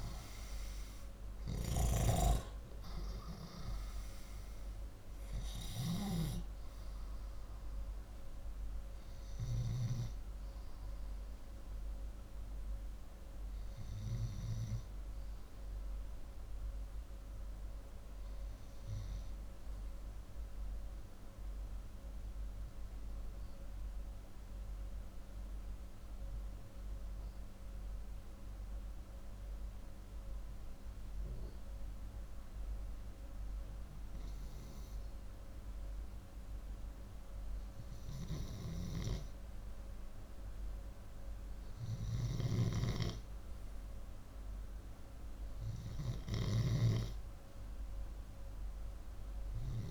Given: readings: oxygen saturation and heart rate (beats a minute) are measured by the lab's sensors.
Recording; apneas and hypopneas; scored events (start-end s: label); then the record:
breathing in sleep by a room microphone; 1
1.00-5.50 s: snoring (device-marked)
21.50-36.50 s: obstructive apnea (oxygen 96% before, 92% lowest)
26.50-34.50 s: oxygen desaturation (device-marked, oxygen 96% before, 92% lowest)
39.50-43.50 s: arousal
From the record:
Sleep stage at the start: N2 (light sleep); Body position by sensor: upright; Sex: male